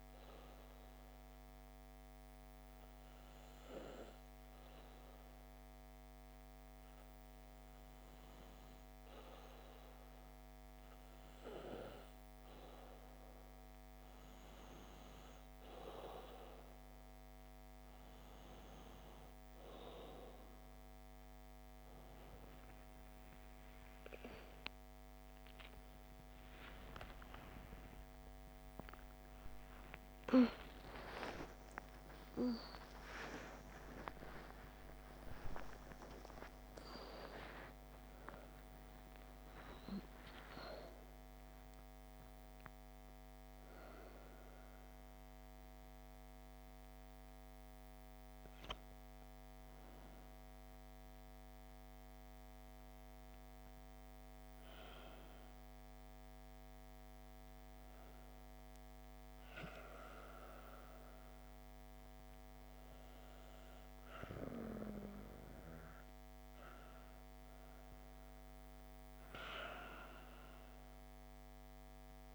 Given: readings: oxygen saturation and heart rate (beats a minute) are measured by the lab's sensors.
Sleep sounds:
a person partly awake in a sleep study, by a microphone on the trachea; none
24.50-54.50 s: new sleep stage, awake
54.50-72.35 s: new sleep stage, N2 (light sleep)
From the record:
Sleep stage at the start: N2 (light sleep); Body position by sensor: on the back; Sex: female

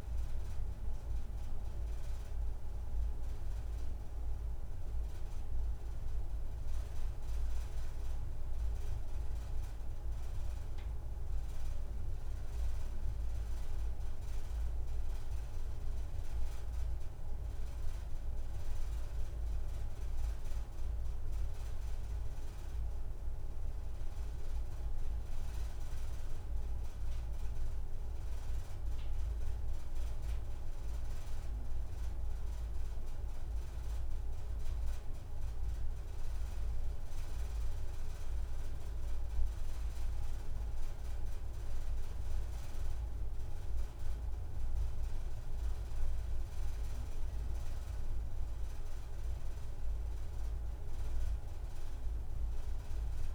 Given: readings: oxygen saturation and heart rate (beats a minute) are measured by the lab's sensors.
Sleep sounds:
breathing in sleep, hard to hear, by a room microphone; none
19.50-21.50 s: long interval between heartbeats (device-marked)
From the record:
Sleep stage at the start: N2 (light sleep); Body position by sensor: on the right side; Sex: female

